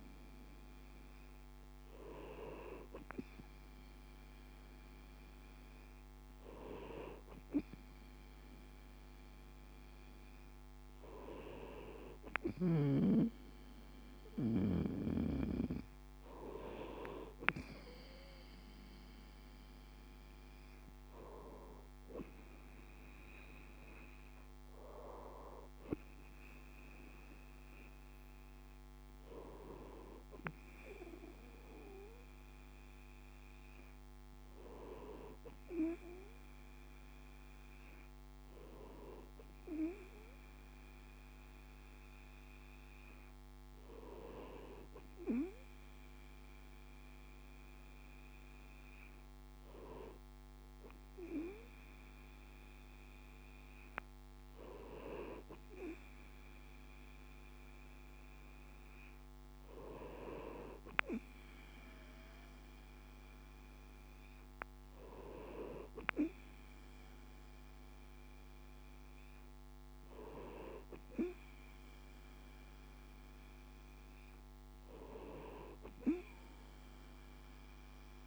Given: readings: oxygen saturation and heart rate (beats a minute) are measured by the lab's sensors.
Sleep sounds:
breathing in sleep by a microphone on the trachea; none
none scored
From the record:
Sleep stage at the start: N2 (light sleep); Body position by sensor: on the right side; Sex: male

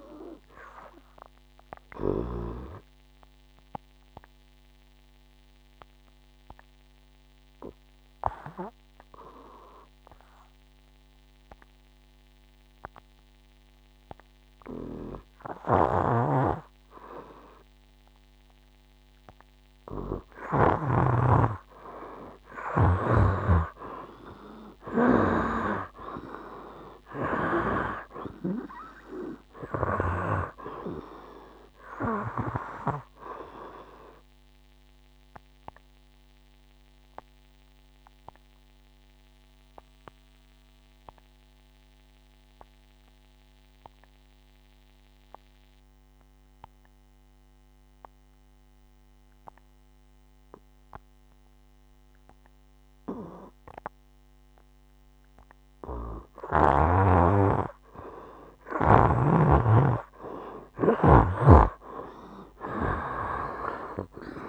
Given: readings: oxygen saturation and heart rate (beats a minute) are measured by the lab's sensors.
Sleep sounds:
breathing in sleep by a microphone on the trachea; 2
0.00-18.00 s: oxygen desaturation (device-marked, oxygen 86% lowest, heart rate 57 extreme)
2.50-21.00 s: obstructive apnea (oxygen 97% before, 79% lowest, heart rate 59 before, 57 extreme, up 10 after)
16.00-21.00 s: snoring (device-marked)
24.00-28.00 s: arousal
27.00-56.00 s: oxygen desaturation (device-marked, oxygen 94% before, 79% lowest, heart rate 60 before, 58 extreme)
34.00-57.00 s: obstructive apnea (oxygen 94% before, 78% lowest, heart rate 62 before, 58 extreme, up 9 after)
62.00-64.49 s: arousal
From the record:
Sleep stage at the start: N2 (light sleep); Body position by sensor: on the right side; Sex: male

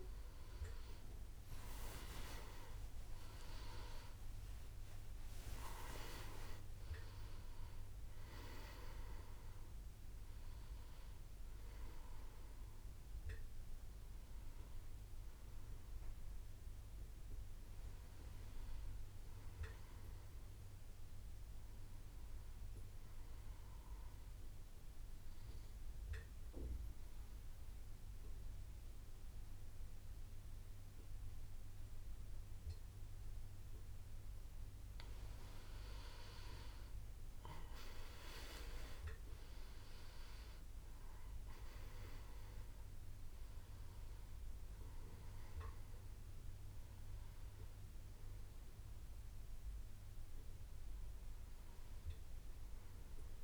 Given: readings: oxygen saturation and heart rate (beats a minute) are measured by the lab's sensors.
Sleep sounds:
a person partly awake in a sleep study, by a room microphone; 1
21.00-53.43 s: new sleep stage, N2 (light sleep)
25.50-35.50 s: obstructive apnea (oxygen 98% before, 94% lowest)
39.50-44.50 s: arousal
42.00-53.43 s: oxygen desaturation (device-marked, oxygen 97% before, 94% lowest)
From the record:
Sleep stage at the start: awake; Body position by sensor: on the back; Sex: male

